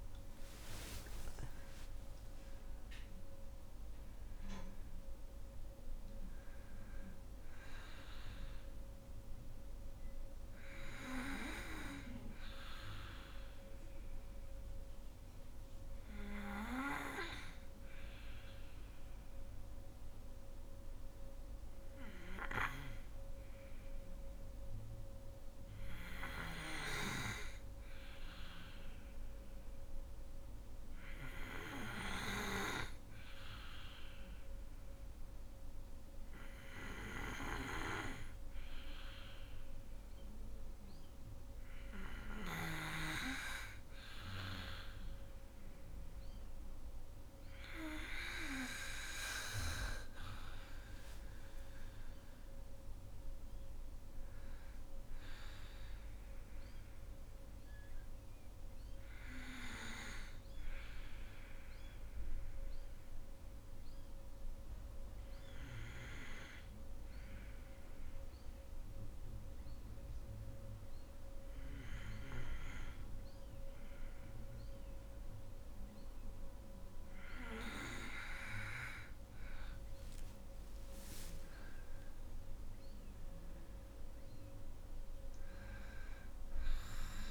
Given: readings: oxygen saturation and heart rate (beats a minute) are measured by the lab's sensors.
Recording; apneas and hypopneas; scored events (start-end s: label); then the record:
breathing in sleep by a room microphone; 2
0.00-1.50 s: long interval between heartbeats (device-marked, heart rate 68 extreme)
0.00-2.00 s: arousal
0.00-23.50 s: oxygen desaturation (device-marked, oxygen 92% lowest, heart rate 54 extreme)
16.50-41.00 s: hypopnea (oxygen 97% before, 92% lowest, heart rate 64 before, 54 extreme, up 2 after)
46.00-50.00 s: arousal
50.50-71.50 s: oxygen desaturation (device-marked, oxygen 96% before, 93% lowest, heart rate 58 before, 52 extreme)
60.50-77.50 s: obstructive apnea (oxygen 98% before, 92% lowest, heart rate 60 before, 51 extreme, up 14 after)
78.50-82.50 s: arousal
85.50-87.31 s: oxygen desaturation (device-marked, oxygen 99% before, 94% lowest, heart rate 57 before, 51 extreme)
From the record:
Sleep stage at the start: N2 (light sleep); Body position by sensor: on the back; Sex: female